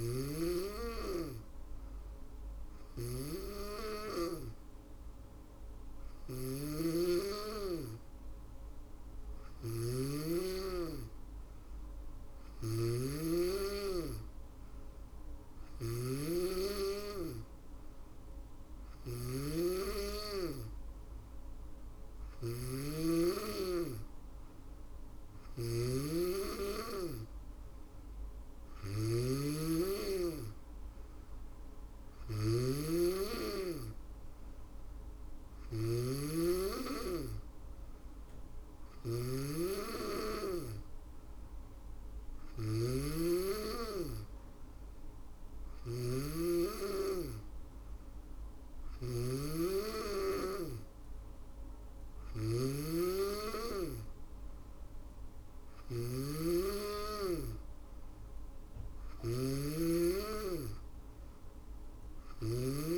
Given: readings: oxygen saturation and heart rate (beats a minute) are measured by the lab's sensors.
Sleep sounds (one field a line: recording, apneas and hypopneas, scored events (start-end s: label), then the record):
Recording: breathing in sleep by a room microphone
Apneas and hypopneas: none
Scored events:
5.00-62.98 s: snoring (device-marked)
From the record:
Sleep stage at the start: N2 (light sleep)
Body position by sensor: on the back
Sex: female